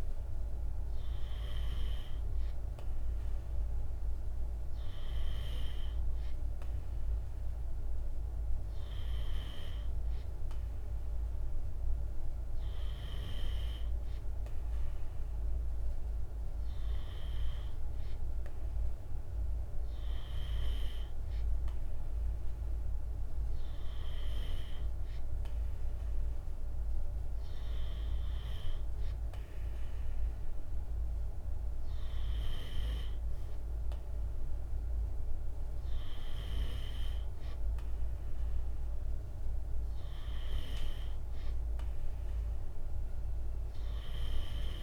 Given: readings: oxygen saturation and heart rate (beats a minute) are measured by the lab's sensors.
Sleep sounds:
breathing in sleep by a room microphone; none
none scored
From the record:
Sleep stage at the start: N2 (light sleep); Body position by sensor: on the right side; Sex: male

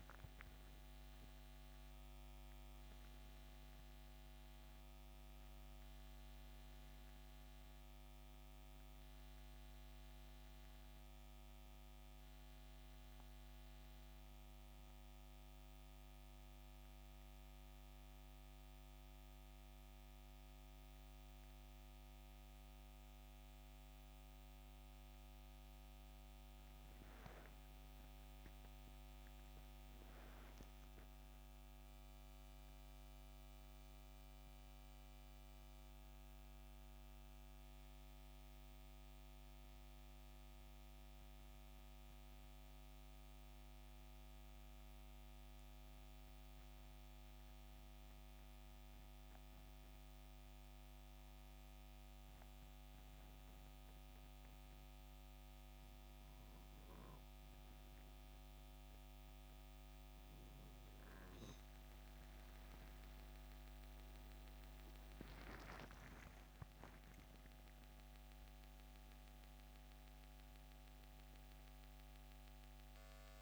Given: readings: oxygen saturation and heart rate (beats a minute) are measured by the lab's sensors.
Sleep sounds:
breathing in sleep, hard to hear, by a microphone on the trachea; 1
0.00-2.00 s: arousal
8.00-34.00 s: oxygen desaturation (device-marked, oxygen 94% before, 87% lowest, heart rate 72 before, 65 extreme)
26.00-73.42 s: new sleep stage, N2 (light sleep)
28.50-33.00 s: arousal
36.50-60.00 s: hypopnea (oxygen 92% before, 87% lowest, heart rate 71 before, 65 extreme, up 16 after)
53.00-73.42 s: oxygen desaturation (device-marked, oxygen 96% before, 87% lowest, heart rate 68 before, 68 extreme)
62.00-66.50 s: arousal
From the record:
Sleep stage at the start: N1 (lightest sleep); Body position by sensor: on the back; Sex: male

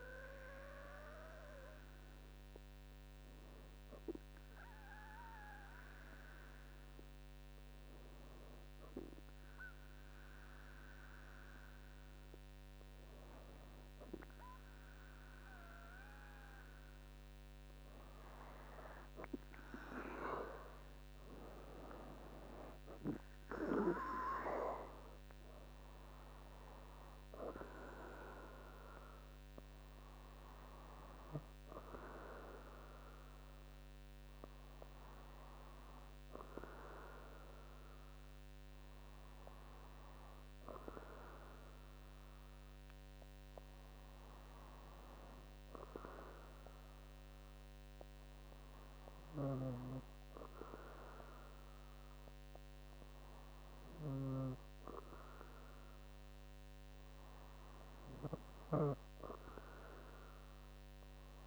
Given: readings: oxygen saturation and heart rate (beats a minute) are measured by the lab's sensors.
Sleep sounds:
breathing in sleep by a microphone on the trachea; none
none scored
From the record:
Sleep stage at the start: N2 (light sleep); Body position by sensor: on the back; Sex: female

